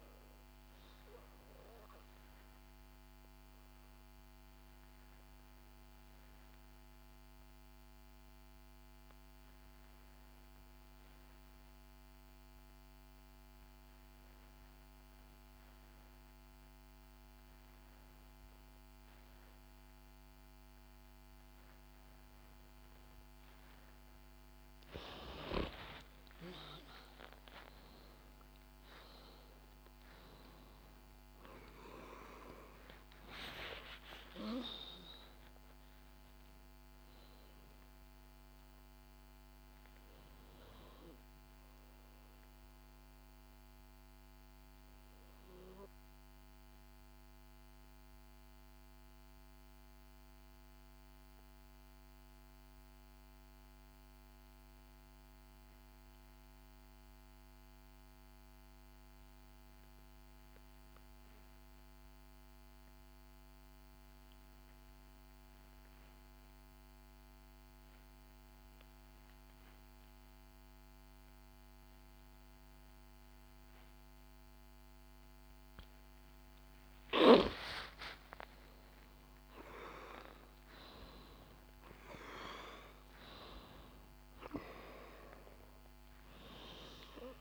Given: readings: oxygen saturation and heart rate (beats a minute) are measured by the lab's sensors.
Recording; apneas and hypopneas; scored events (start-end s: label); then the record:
breathing in sleep by a microphone on the trachea; 2
0.00-4.50 s: oxygen desaturation (device-marked, oxygen 93% lowest, heart rate 53 extreme)
0.50-24.50 s: obstructive apnea (oxygen 97% before, 90% lowest, heart rate 60 before, 52 extreme, up 9 after)
2.50-4.50 s: long interval between heartbeats (device-marked, heart rate 61 before, 65 extreme)
10.50-23.50 s: oxygen desaturation (device-marked, oxygen 94% before, 91% lowest, heart rate 63 before, 52 extreme)
26.00-29.50 s: arousal
37.50-62.50 s: oxygen desaturation (device-marked, oxygen 96% before, 90% lowest, heart rate 66 before, 52 extreme)
42.00-76.50 s: obstructive apnea (oxygen 96% before, 86% lowest, heart rate 67 before, 52 extreme, up 8 after)
78.00-83.50 s: arousal
79.50-87.41 s: oxygen desaturation (device-marked, oxygen 97% before, 86% lowest, heart rate 62 before, 52 extreme)
From the record:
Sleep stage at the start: N2 (light sleep); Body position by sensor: on the back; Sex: female